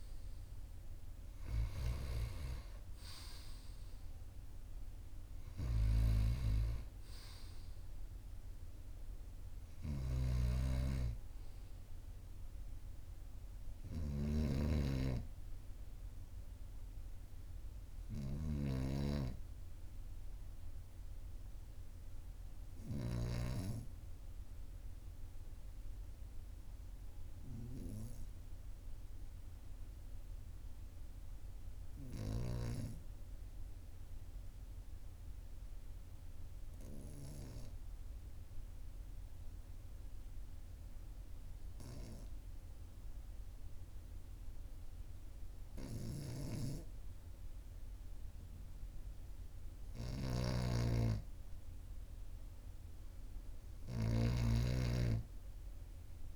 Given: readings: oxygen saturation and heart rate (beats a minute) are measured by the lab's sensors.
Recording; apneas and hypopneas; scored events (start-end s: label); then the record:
breathing in sleep by a room microphone; 1
9.50-23.00 s: snoring (device-marked)
27.00-49.00 s: obstructive apnea (oxygen 98% before, 95% lowest, heart rate 43 before, 42 extreme, up 1 after)
49.50-56.36 s: snoring (device-marked)
51.00-53.00 s: oxygen desaturation (device-marked, oxygen 98% before, 97% lowest, heart rate 42 before, 43 extreme)
52.00-56.00 s: arousal
From the record:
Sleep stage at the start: N2 (light sleep); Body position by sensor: on the right side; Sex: male